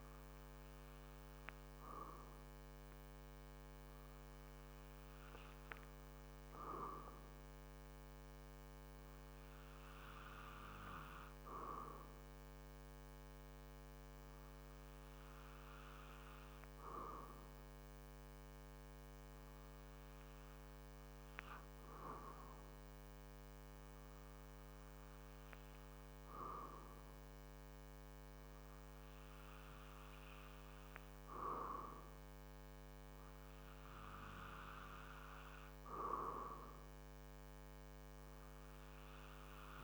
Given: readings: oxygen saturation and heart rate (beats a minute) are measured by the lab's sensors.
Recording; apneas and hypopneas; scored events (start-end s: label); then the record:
breathing in sleep by a microphone on the trachea; none
none scored
From the record:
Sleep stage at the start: REM sleep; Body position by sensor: on the back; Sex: male